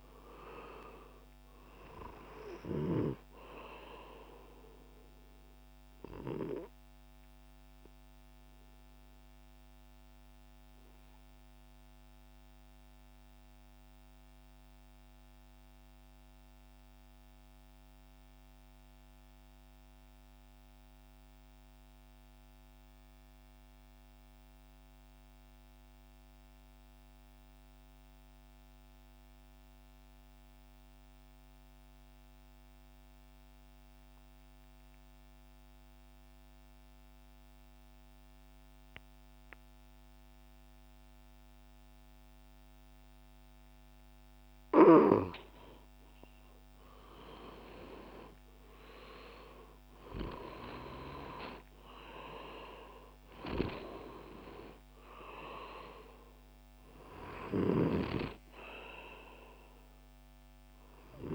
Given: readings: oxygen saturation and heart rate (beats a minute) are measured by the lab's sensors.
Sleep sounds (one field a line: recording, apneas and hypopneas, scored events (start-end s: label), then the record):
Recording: breathing in sleep by a microphone on the trachea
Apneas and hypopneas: 1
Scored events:
0.00-19.00 s: oxygen desaturation (device-marked, oxygen 89% lowest, heart rate 57 extreme)
5.50-44.50 s: mixed apnea (oxygen 99% before, 88% lowest, heart rate 67 before, 57 extreme, up 8 after)
38.00-61.35 s: oxygen desaturation (device-marked, oxygen 98% before, 88% lowest, heart rate 65 before, 59 extreme)
46.00-50.00 s: arousal
From the record:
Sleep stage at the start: N2 (light sleep)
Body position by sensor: on the back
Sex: male